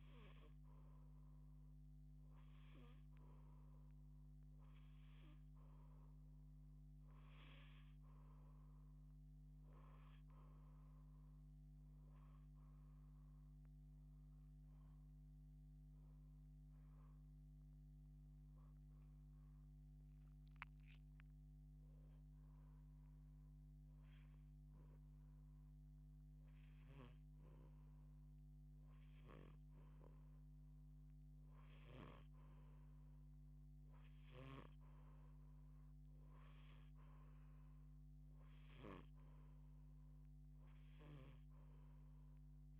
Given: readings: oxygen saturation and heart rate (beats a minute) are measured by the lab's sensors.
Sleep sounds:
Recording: breathing in sleep by a microphone on the trachea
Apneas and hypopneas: none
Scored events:
15.00-19.50 s: arousal
From the record:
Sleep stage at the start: N2 (light sleep)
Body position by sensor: on the back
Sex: female

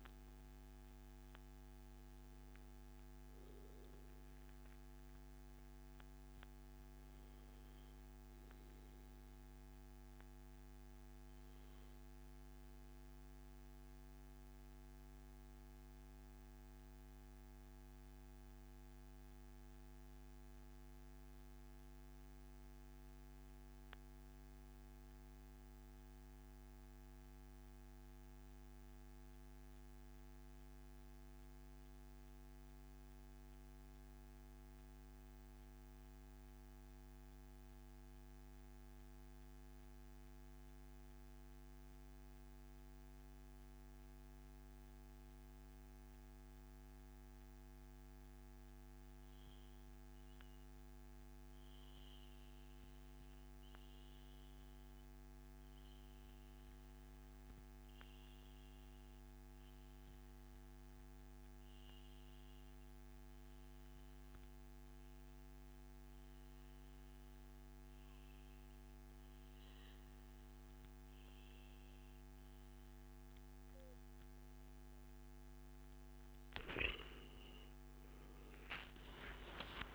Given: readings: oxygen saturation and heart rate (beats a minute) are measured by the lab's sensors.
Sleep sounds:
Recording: breathing in sleep, hard to hear, by a microphone on the trachea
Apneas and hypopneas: 1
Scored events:
0.00-5.50 s: oxygen desaturation (device-marked, oxygen 86% lowest, heart rate 77 extreme)
6.00-74.50 s: mixed apnea (oxygen 94% before, 86% lowest, heart rate 134 before, 109 extreme, up 29 after)
53.50-79.95 s: oxygen desaturation (device-marked, oxygen 98% before, 89% lowest, heart rate 143 before, 109 extreme)
65.00-67.00 s: long interval between heartbeats (device-marked, heart rate 141 before, 130 extreme)
67.50-69.50 s: long interval between heartbeats (device-marked, heart rate 140 before, 113 extreme)
76.50-79.95 s: arousal
From the record:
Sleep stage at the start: REM sleep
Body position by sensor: on the back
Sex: male

